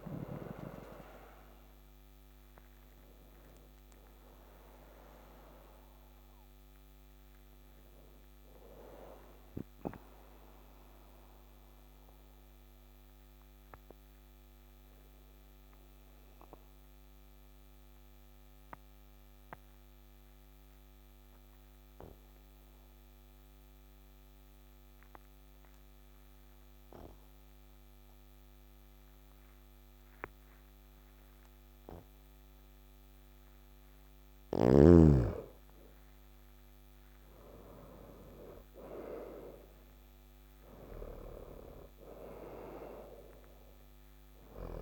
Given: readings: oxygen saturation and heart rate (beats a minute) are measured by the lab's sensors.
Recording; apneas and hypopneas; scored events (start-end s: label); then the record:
breathing in sleep by a microphone on the trachea; 1
0.00-20.50 s: oxygen desaturation (device-marked, oxygen 87% lowest, heart rate 53 extreme)
8.50-32.50 s: obstructive apnea (oxygen 99% before, 87% lowest, heart rate 65 before, 52 extreme, up 6 after)
33.50-44.82 s: oxygen desaturation (device-marked, oxygen 99% before, 89% lowest, heart rate 55 before, 51 extreme)
35.00-39.00 s: arousal
40.00-44.50 s: snoring (device-marked)
From the record:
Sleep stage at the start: N2 (light sleep); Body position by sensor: on the back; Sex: male